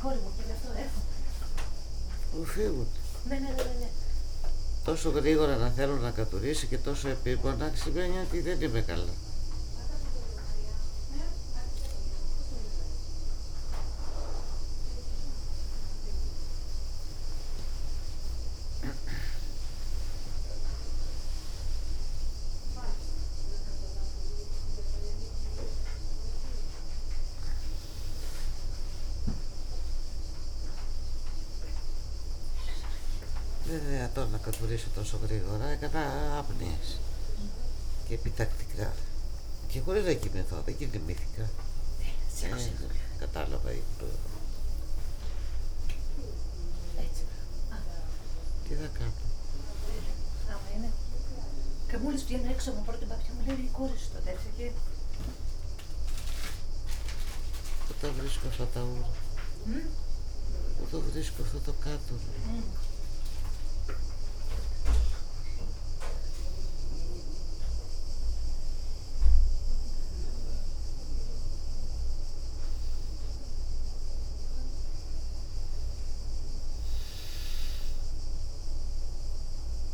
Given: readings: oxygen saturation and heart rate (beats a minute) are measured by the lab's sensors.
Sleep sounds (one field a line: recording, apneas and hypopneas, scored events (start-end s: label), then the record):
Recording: a person awake in a sleep study, by a room microphone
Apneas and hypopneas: none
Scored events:
0.00-2.50 s: snoring (device-marked)
0.00-3.00 s: leg movement (device-marked)
8.50-11.00 s: leg movement (device-marked)
13.50-14.50 s: leg movement (device-marked)
14.00-16.00 s: long interval between heartbeats (device-marked, heart rate 80 before, 80 extreme)
14.50-20.50 s: tachycardia (device-marked, heart rate 74 before, 116 extreme)
16.00-18.00 s: long interval between heartbeats (device-marked, heart rate 77 before, 91 extreme)
17.00-18.50 s: leg movement (device-marked)
19.00-21.00 s: long interval between heartbeats (device-marked, heart rate 78 before, 115 extreme)
19.00-25.00 s: leg movement (device-marked)
36.00-40.00 s: snoring (device-marked)
41.50-47.50 s: tachycardia (device-marked, heart rate 75 before, 127 extreme)
42.00-44.00 s: long interval between heartbeats (device-marked, heart rate 85 before, 94 extreme)
45.50-47.50 s: long interval between heartbeats (device-marked, heart rate 86 before, 125 extreme)
54.50-56.50 s: leg movement (device-marked)
59.00-61.50 s: leg movement (device-marked)
61.50-76.50 s: oxygen desaturation (device-marked, oxygen 98% before, 95% lowest, heart rate 93 before, 68 extreme)
72.50-77.00 s: leg movement (device-marked)
From the record:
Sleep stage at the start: awake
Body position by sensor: on the back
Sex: female